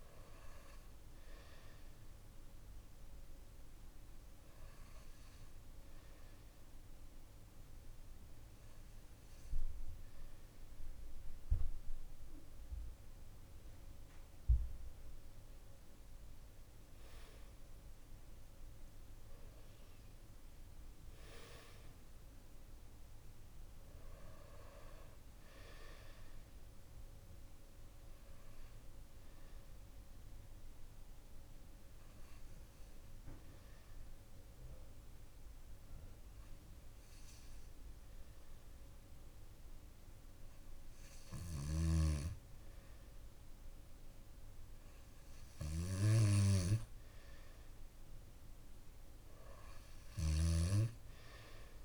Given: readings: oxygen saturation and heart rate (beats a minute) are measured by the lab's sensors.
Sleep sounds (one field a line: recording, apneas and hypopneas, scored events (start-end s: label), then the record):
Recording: breathing in sleep by a room microphone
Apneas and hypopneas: 2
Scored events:
3.50-13.50 s: hypopnea (oxygen 95% before, 94% lowest, heart rate 59 before, 57 extreme, up 8 after)
15.50-19.00 s: arousal
29.00-41.00 s: hypopnea (oxygen 96% before, 94% lowest, heart rate 60 before, 55 extreme, up 1 after)
42.50-46.00 s: arousal
49.50-51.85 s: snoring (device-marked)
From the record:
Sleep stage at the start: N2 (light sleep)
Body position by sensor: on the back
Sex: male